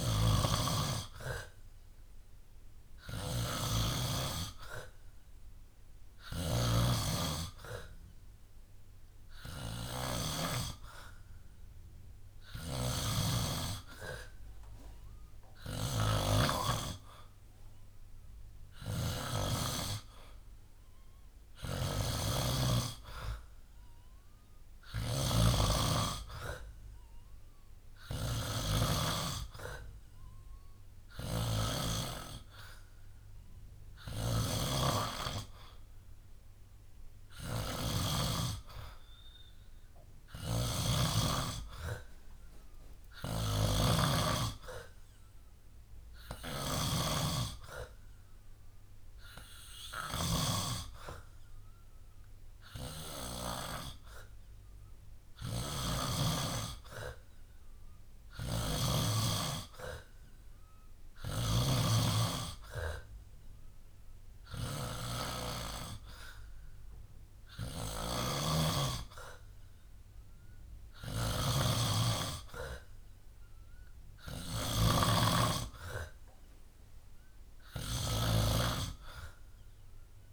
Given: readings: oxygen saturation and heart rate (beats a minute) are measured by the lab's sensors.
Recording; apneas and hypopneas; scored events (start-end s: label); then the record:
breathing in sleep by a room microphone; none
0.00-6.50 s: snoring (device-marked)
12.50-16.50 s: snoring (device-marked)
18.50-32.00 s: snoring (device-marked)
34.00-56.00 s: snoring (device-marked)
53.00-55.00 s: long interval between heartbeats (device-marked, heart rate 66 before, 64 extreme)
58.00-61.50 s: snoring (device-marked)
67.50-80.33 s: snoring (device-marked)
From the record:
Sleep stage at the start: N2 (light sleep); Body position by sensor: on the back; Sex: male